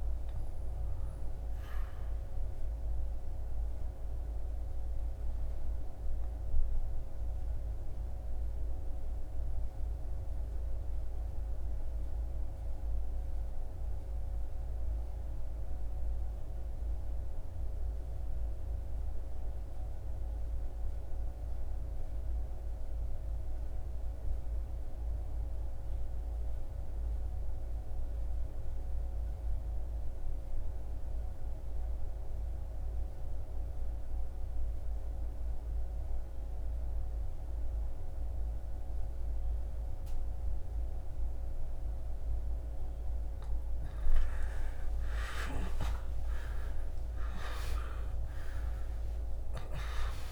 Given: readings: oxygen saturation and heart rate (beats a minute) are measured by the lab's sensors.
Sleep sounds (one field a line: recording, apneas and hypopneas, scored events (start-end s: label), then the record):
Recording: breathing in sleep, hard to hear, by a room microphone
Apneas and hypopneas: 1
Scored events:
0.00-8.00 s: oxygen desaturation (device-marked, oxygen 98% before, 94% lowest, heart rate 78 before, 65 extreme)
3.00-39.00 s: obstructive apnea (oxygen 99% before, 78% lowest, heart rate 77 before, 65 extreme, up 31 after)
13.00-50.32 s: new sleep stage, N2 (light sleep)
43.00-48.00 s: arousal
From the record:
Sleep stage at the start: N1 (lightest sleep)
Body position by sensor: on the back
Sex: male